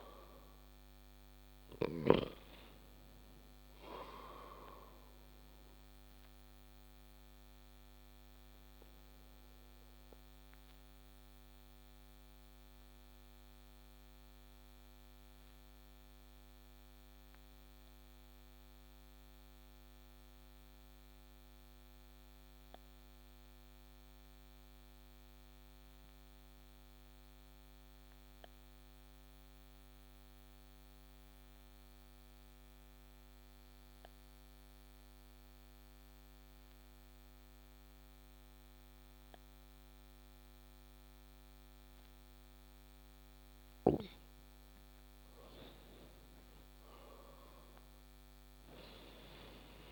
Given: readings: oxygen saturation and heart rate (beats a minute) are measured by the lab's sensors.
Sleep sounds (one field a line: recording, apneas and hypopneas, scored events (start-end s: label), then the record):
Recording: breathing in sleep by a microphone on the trachea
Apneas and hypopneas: 1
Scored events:
0.00-1.50 s: arousal
6.50-43.50 s: obstructive apnea (oxygen 98% before, 92% lowest)
46.50-49.92 s: arousal
From the record:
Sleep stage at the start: N2 (light sleep)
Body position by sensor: on the back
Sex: male